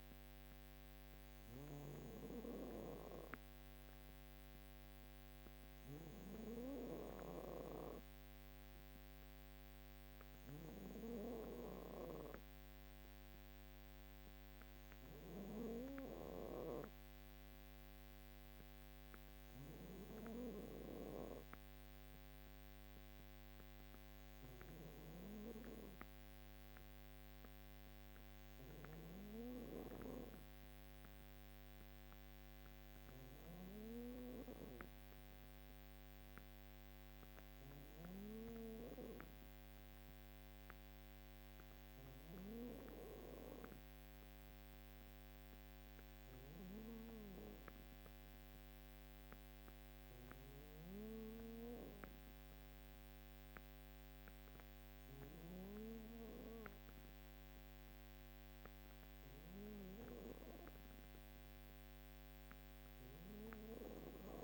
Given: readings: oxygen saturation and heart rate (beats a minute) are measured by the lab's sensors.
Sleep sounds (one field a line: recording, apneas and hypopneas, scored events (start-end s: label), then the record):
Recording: breathing in sleep by a microphone on the trachea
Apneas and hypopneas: none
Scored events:
0.00-1.50 s: snoring (device-marked)
24.00-28.50 s: snoring (device-marked)
From the record:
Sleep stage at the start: N2 (light sleep)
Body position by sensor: on the back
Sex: female